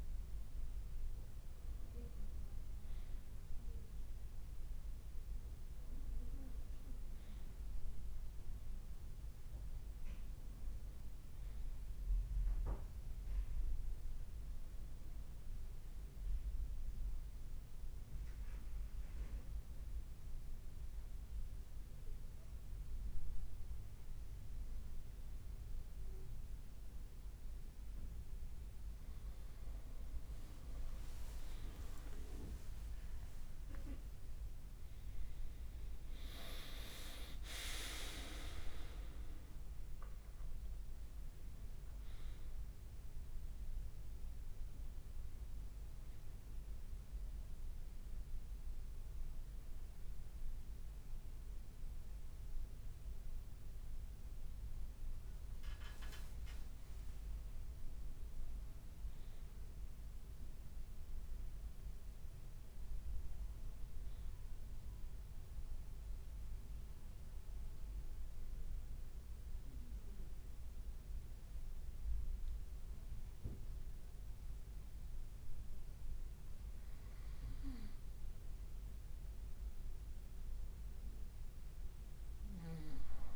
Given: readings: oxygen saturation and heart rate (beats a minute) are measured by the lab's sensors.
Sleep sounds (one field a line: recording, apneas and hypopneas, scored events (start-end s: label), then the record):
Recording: breathing in sleep by a room microphone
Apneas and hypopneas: 2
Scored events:
19.00-29.00 s: obstructive apnea (oxygen 94% before, 93% lowest, heart rate 58 before, 56 extreme, up 8 after)
29.50-34.00 s: leg movement (device-marked)
32.50-37.00 s: arousal
54.00-57.00 s: leg movement (device-marked)
58.50-61.50 s: arousal
65.50-78.00 s: hypopnea (oxygen 96% before, 94% lowest, heart rate 57 before, 53 extreme, up 0 after)
79.50-83.00 s: arousal
From the record:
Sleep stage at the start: N2 (light sleep)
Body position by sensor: on the right side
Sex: male